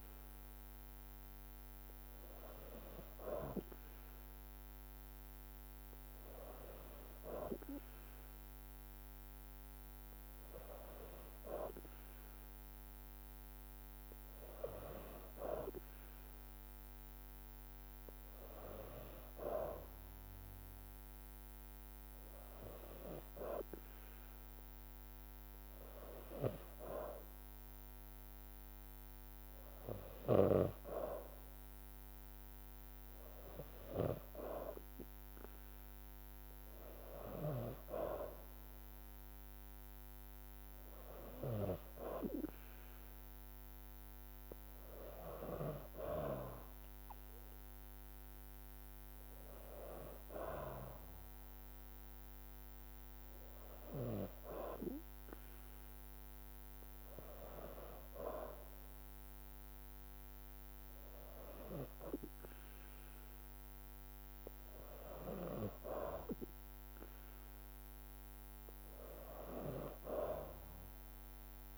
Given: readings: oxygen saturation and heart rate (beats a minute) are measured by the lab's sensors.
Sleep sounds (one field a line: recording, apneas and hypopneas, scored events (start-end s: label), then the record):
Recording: breathing in sleep by a microphone on the trachea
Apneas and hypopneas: none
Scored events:
none scored
From the record:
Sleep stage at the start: N2 (light sleep)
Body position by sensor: on the back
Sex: female